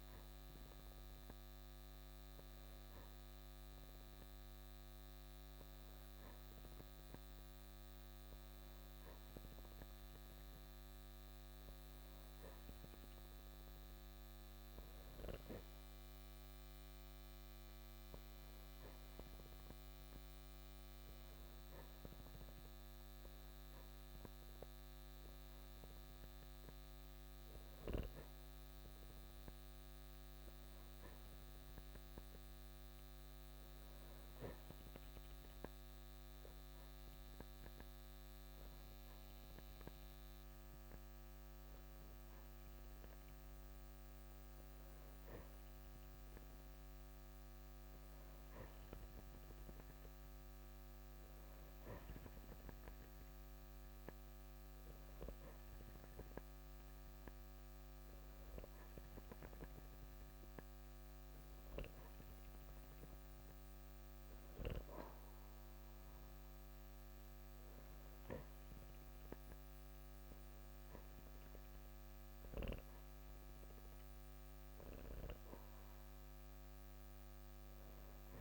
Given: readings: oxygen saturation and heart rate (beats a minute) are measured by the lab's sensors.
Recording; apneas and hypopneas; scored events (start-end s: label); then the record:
breathing in sleep by a microphone on the trachea; none
none scored
From the record:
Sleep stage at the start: N3 (deep sleep); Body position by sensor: on the back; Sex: male